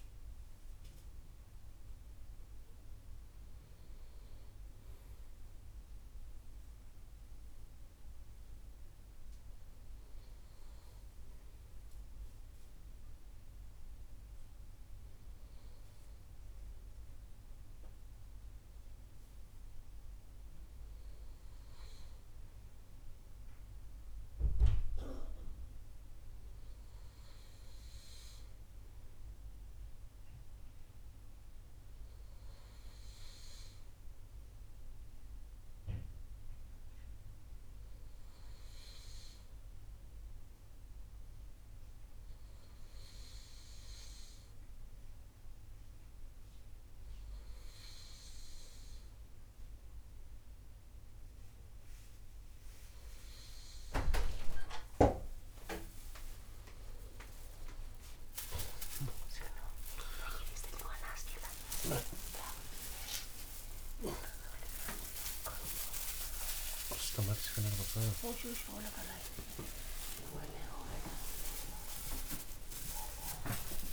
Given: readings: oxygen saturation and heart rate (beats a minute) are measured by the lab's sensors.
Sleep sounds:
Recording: breathing in sleep by a room microphone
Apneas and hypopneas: 1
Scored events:
30.00-55.50 s: hypopnea (oxygen 97% before, 92% lowest, heart rate 66 before, 61 extreme, up 10 after)
65.00-73.93 s: new sleep stage, awake
From the record:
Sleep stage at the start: N2 (light sleep)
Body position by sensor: on the right side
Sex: male

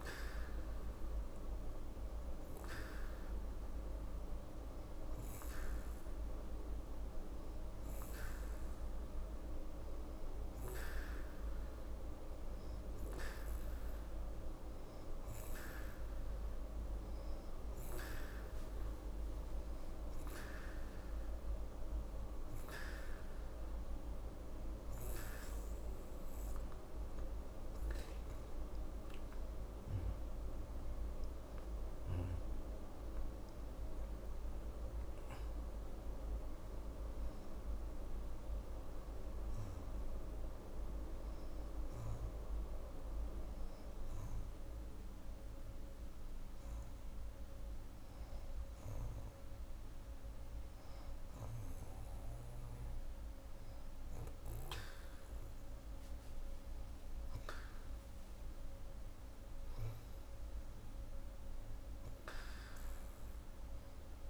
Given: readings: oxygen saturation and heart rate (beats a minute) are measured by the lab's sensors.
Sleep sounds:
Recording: breathing in sleep by a room microphone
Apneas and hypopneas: 2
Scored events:
6.50-17.50 s: hypopnea (oxygen 91% before, 89% lowest, heart rate 137 before, 57 extreme)
19.00-22.00 s: arousal
29.50-34.50 s: arousal
45.00-55.50 s: hypopnea (oxygen 91% before, 89% lowest, heart rate 115 before, 99 extreme)
57.00-59.50 s: arousal
From the record:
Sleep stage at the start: N2 (light sleep)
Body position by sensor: on the right side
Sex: female

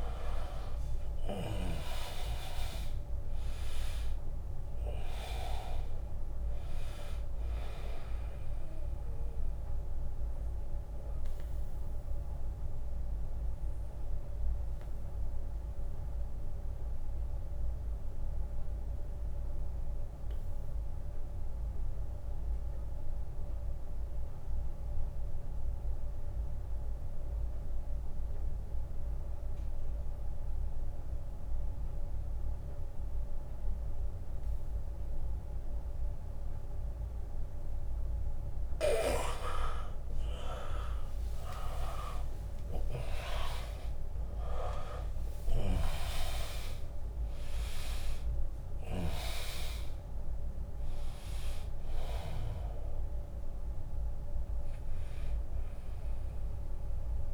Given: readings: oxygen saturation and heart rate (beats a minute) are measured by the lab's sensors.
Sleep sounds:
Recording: breathing in sleep by a room microphone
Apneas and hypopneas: 1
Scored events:
0.00-1.50 s: arousal
0.00-12.00 s: drop in pulse transit time (device-marked, heart rate 75 extreme)
0.00-25.00 s: oxygen desaturation (device-marked, oxygen 82% lowest, heart rate 67 extreme)
15.00-37.50 s: mixed apnea (oxygen 97% before, 78% lowest, heart rate 77 before, 70 extreme, up 15 after)
37.00-57.34 s: oxygen desaturation (device-marked, oxygen 100% before, 78% lowest, heart rate 80 before, 70 extreme)
40.00-45.00 s: arousal
41.00-54.00 s: drop in pulse transit time (device-marked, heart rate 82 before, 74 extreme)
From the record:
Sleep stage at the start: N2 (light sleep)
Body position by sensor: on the back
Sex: male

